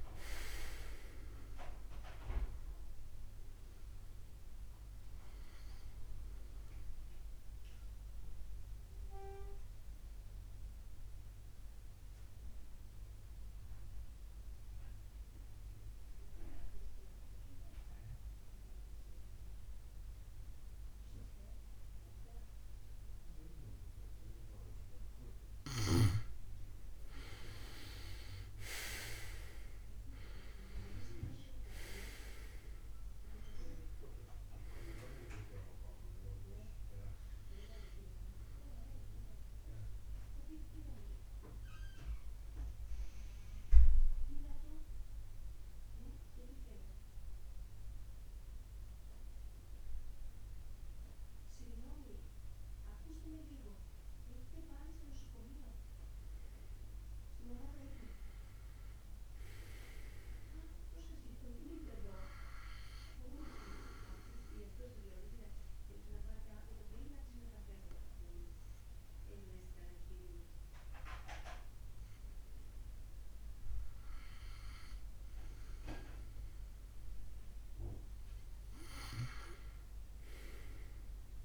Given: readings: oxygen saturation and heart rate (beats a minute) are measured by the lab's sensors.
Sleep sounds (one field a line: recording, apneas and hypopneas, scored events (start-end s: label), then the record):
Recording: breathing in sleep by a room microphone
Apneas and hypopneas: 3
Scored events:
7.00-25.50 s: mixed apnea (oxygen 97% before, 91% lowest, heart rate 70 before, 63 extreme, up 9 after)
19.00-28.00 s: oxygen desaturation (device-marked, oxygen 94% before, 91% lowest, heart rate 69 before, 63 extreme)
27.50-32.00 s: arousal
38.00-53.50 s: mixed apnea (oxygen 98% before, 91% lowest, heart rate 71 before, 64 extreme, up 7 after)
51.00-59.00 s: oxygen desaturation (device-marked, oxygen 94% before, 91% lowest, heart rate 69 before, 69 extreme)
57.00-60.00 s: arousal
64.00-76.50 s: mixed apnea (oxygen 98% before, 93% lowest, heart rate 70 before, 69 extreme, up 4 after)
76.00-81.45 s: oxygen desaturation (device-marked, oxygen 97% before, 93% lowest, heart rate 71 before, 71 extreme)
From the record:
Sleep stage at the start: N2 (light sleep)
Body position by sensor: on the back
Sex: male